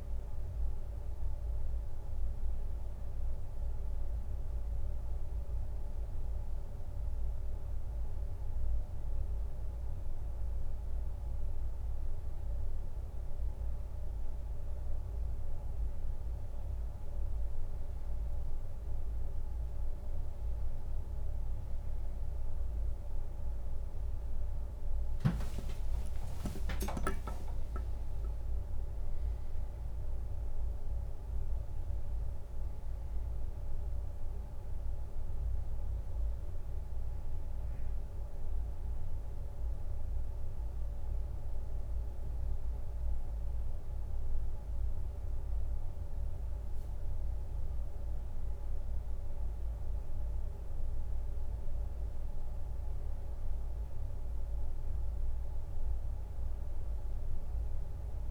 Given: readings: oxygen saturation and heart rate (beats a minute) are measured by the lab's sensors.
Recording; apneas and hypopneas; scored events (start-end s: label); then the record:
a person awake in a sleep study, hard to hear, by a room microphone; none
25.00-27.50 s: leg movement (device-marked)
From the record:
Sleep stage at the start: awake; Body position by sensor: on the right side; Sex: male